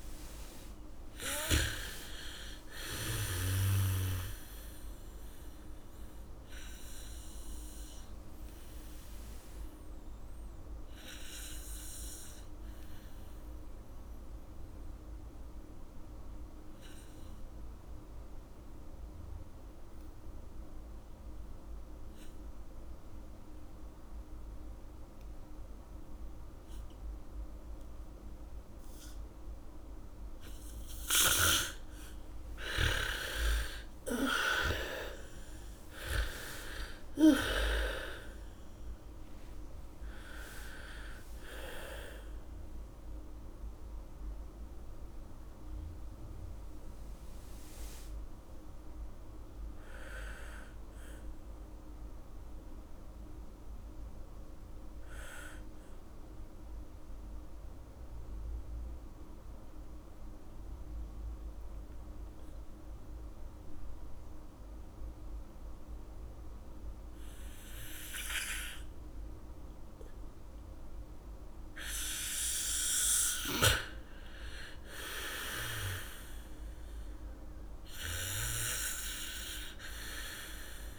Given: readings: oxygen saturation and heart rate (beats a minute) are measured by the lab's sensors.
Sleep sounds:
breathing in sleep by a room microphone; 2
0.00-2.00 s: arousal
3.00-20.00 s: oxygen desaturation (device-marked, oxygen 86% before, 82% lowest, heart rate 68 before, 38 extreme)
12.50-32.00 s: mixed apnea (oxygen 87% before, 76% lowest, heart rate 70 before, 38 extreme)
24.00-26.00 s: bradycardia (device-marked, heart rate 71 before, 66 extreme)
27.00-38.00 s: bradycardia (device-marked, heart rate 71 before, 38 extreme)
29.00-59.00 s: oxygen desaturation (device-marked, oxygen 97% before, 76% lowest, heart rate 75 before, 38 extreme)
33.50-39.00 s: arousal
56.00-73.00 s: mixed apnea (oxygen 96% before, 82% lowest, heart rate 74 before, 58 extreme, up 6 after)
74.00-78.00 s: arousal
75.00-80.99 s: oxygen desaturation (device-marked, oxygen 98% before, 87% lowest, heart rate 74 before, 47 extreme)
From the record:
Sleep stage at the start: N2 (light sleep); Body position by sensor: on the back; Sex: female

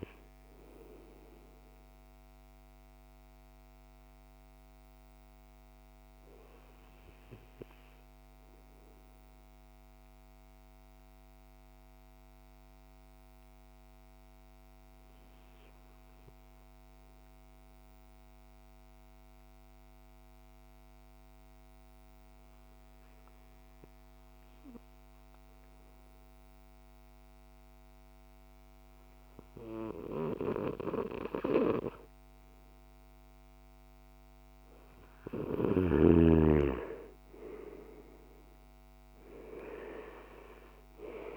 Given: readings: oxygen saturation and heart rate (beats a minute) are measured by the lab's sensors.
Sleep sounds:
breathing in sleep by a microphone on the trachea; 1
5.50-14.50 s: oxygen desaturation (device-marked, oxygen 95% before, 92% lowest, heart rate 62 before, 55 extreme)
7.00-30.00 s: obstructive apnea (oxygen 97% before, 92% lowest, heart rate 62 before, 55 extreme, up 6 after)
31.50-35.00 s: arousal
From the record:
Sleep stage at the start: N2 (light sleep); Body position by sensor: on the back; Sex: male

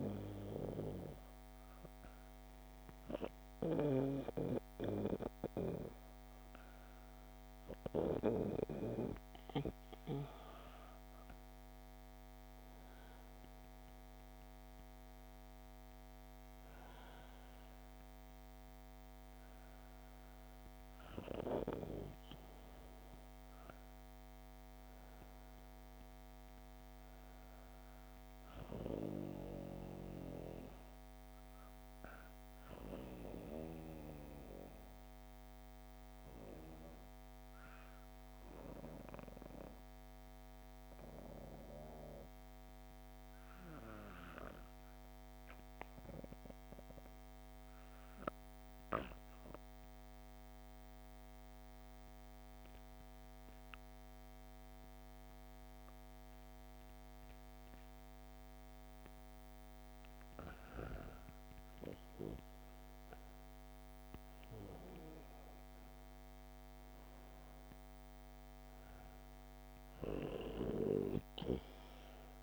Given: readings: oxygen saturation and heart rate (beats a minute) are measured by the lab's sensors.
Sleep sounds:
breathing in sleep by a microphone on the trachea; 1
32.50-59.00 s: obstructive apnea (oxygen 96% before, 92% lowest, heart rate 61 before, 59 extreme, up 6 after)
49.50-72.43 s: oxygen desaturation (device-marked, oxygen 97% before, 92% lowest, heart rate 61 before, 57 extreme)
60.50-65.00 s: arousal
From the record:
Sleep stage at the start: N2 (light sleep); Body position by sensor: on the back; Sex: female

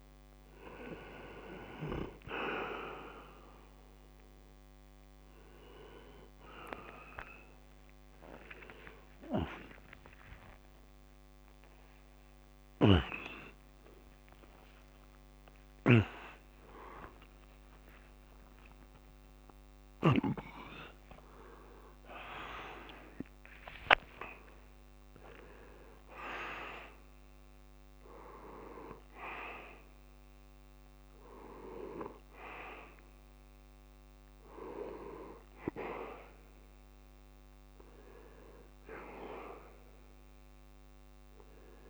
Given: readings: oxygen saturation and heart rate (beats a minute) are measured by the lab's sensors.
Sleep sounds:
a person awake in a sleep study, by a microphone on the trachea; none
8.50-38.50 s: new sleep stage, awake
15.00-20.00 s: snoring (device-marked)
38.50-41.90 s: new sleep stage, N1 (lightest sleep)
From the record:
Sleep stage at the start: REM sleep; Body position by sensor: on the back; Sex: male

